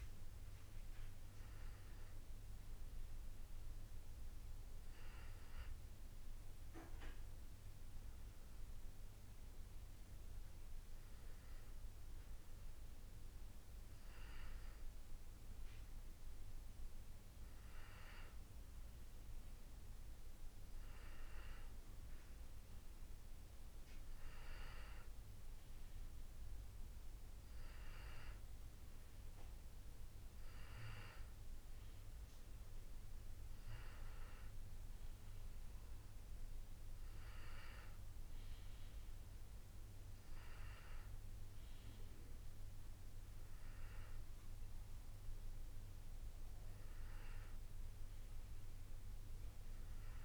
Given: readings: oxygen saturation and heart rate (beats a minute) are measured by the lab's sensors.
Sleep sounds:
breathing in sleep by a room microphone; none
0.00-8.00 s: oxygen desaturation (device-marked, oxygen 94% lowest, heart rate 82 extreme)
From the record:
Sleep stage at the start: N2 (light sleep); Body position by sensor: on the back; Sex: male

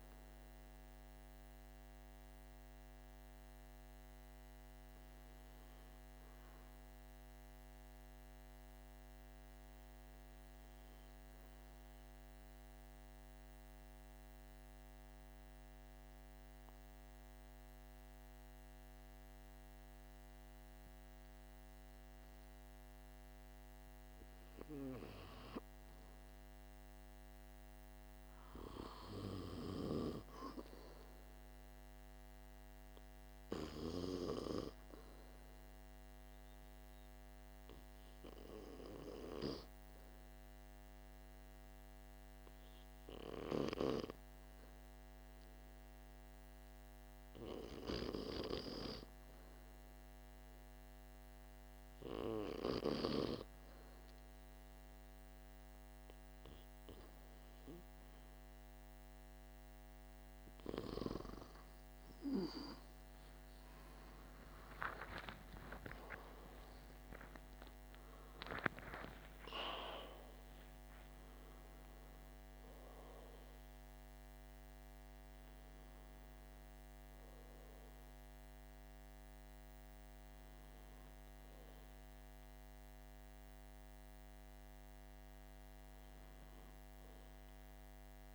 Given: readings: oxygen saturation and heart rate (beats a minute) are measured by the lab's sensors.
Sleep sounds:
breathing in sleep by a microphone on the trachea; 2
5.50-23.00 s: obstructive apnea (oxygen 95% before, 93% lowest, heart rate 46 before, 44 extreme, up 0 after)
25.50-29.50 s: arousal
32.50-52.50 s: oxygen desaturation (device-marked, oxygen 98% before, 93% lowest, heart rate 45 before, 44 extreme)
35.00-54.50 s: hypopnea (oxygen 98% before, 93% lowest, heart rate 45 before, 44 extreme, up 2 after)
63.00-68.00 s: arousal
From the record:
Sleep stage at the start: N2 (light sleep); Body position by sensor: on the back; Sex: male

